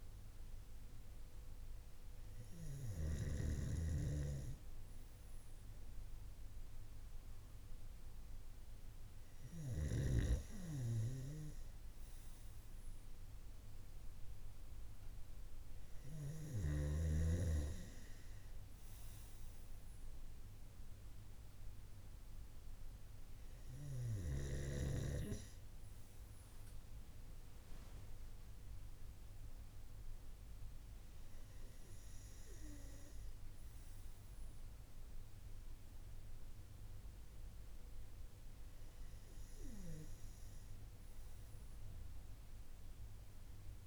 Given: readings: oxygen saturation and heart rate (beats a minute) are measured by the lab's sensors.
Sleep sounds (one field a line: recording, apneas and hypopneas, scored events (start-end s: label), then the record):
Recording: breathing in sleep by a room microphone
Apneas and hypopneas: none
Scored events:
none scored
From the record:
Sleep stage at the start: N2 (light sleep)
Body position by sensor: on the right side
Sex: male